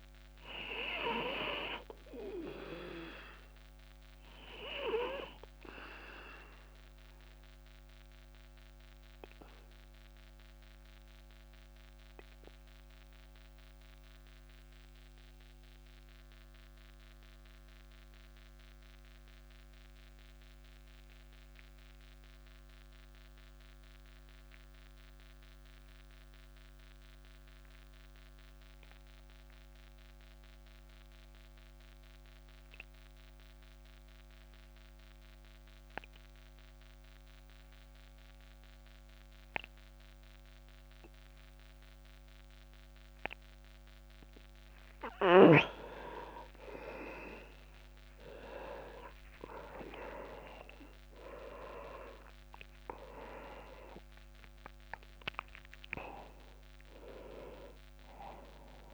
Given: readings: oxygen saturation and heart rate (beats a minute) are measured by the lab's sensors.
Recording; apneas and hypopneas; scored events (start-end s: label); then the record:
breathing in sleep by a microphone on the trachea; 1
0.00-23.50 s: oxygen desaturation (device-marked, oxygen 93% lowest)
5.50-45.00 s: obstructive apnea (oxygen 100% before, 85% lowest)
36.50-58.94 s: oxygen desaturation (device-marked, oxygen 99% before, 85% lowest, heart rate 41 before, 27 extreme)
48.00-52.50 s: arousal
From the record:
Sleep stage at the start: N2 (light sleep); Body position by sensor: on the back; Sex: male